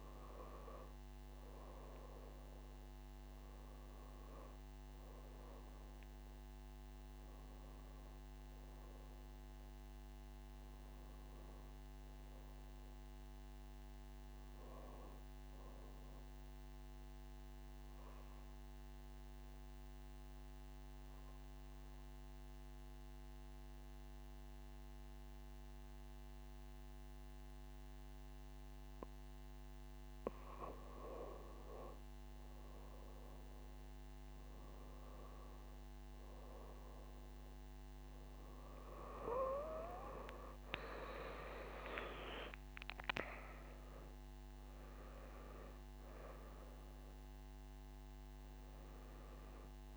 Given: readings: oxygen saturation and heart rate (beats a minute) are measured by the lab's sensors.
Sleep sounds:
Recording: breathing in sleep by a microphone on the trachea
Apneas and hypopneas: 1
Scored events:
3.00-20.00 s: oxygen desaturation (device-marked, oxygen 97% before, 91% lowest)
17.00-30.00 s: central apnea (oxygen 97% before, 89% lowest)
33.50-38.50 s: arousal
37.00-49.97 s: oxygen desaturation (device-marked, oxygen 96% before, 91% lowest)
From the record:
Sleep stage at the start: N2 (light sleep)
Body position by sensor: on the back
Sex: female

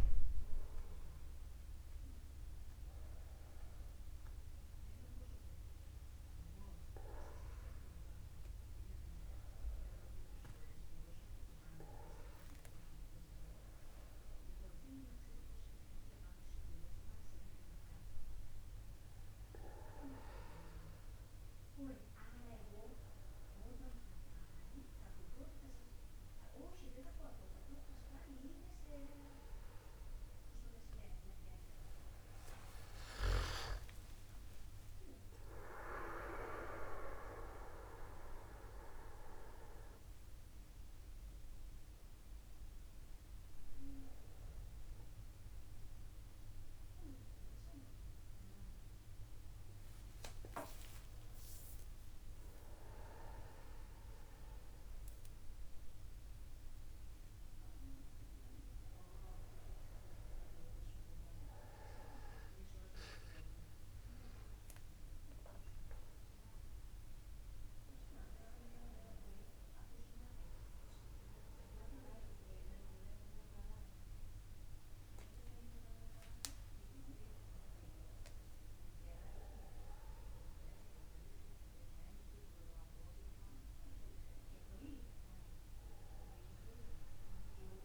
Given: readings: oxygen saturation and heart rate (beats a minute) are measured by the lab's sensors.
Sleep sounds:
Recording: a person awake in a sleep study, by a room microphone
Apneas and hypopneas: none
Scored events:
32.50-34.50 s: long interval between heartbeats (device-marked, heart rate 52 before, 68 extreme)
35.00-37.00 s: long interval between heartbeats (device-marked, heart rate 58 before, 126 extreme)
43.00-87.85 s: new sleep stage, awake
50.50-52.50 s: long interval between heartbeats (device-marked, heart rate 79 before, 75 extreme)
From the record:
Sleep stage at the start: N1 (lightest sleep)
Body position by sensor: upright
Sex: male

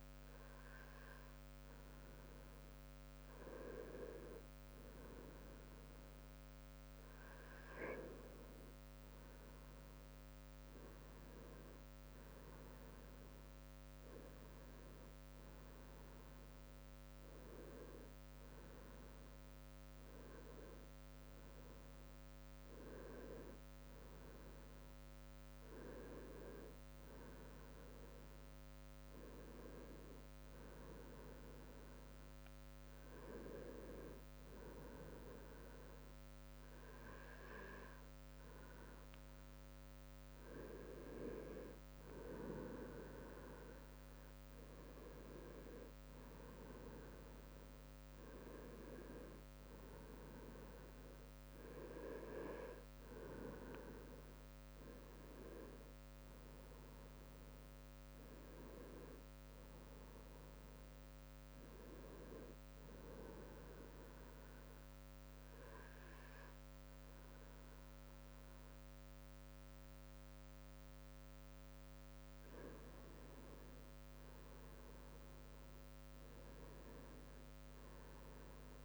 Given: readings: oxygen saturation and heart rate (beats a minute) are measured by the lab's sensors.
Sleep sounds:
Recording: breathing in sleep by a microphone on the trachea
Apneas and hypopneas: 1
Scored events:
17.50-78.85 s: new sleep stage, N2 (light sleep)
56.00-59.50 s: arousal
62.50-72.50 s: obstructive apnea (oxygen 96% before, 94% lowest, heart rate 67 before, 60 extreme, up 10 after)
74.00-78.50 s: arousal
From the record:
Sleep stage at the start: N1 (lightest sleep)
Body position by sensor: on the right side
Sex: male

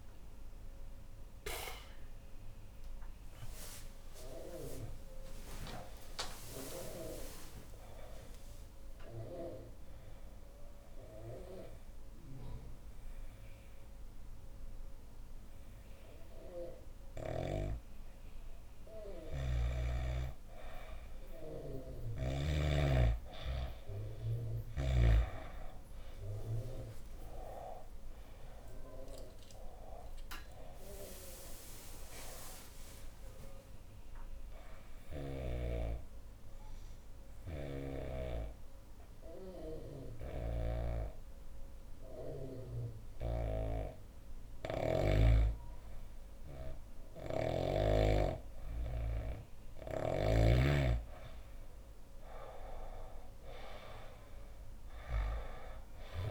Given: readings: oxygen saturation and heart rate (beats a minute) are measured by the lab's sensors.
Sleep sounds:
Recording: breathing in sleep by a room microphone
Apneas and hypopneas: 1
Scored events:
4.00-9.50 s: arousal
18.50-22.00 s: snoring (device-marked)
27.00-32.00 s: arousal
33.50-46.00 s: obstructive apnea (oxygen 98% before, 91% lowest, heart rate 90 before, 58 extreme, up 11 after)
39.50-43.50 s: bradycardia (device-marked, heart rate 73 before, 59 extreme)
39.50-50.00 s: snoring (device-marked)
48.50-53.00 s: arousal
51.50-56.31 s: oxygen desaturation (device-marked, oxygen 97% before, 93% lowest, heart rate 79 before, 64 extreme)
From the record:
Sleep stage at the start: N2 (light sleep)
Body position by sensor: on the back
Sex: female

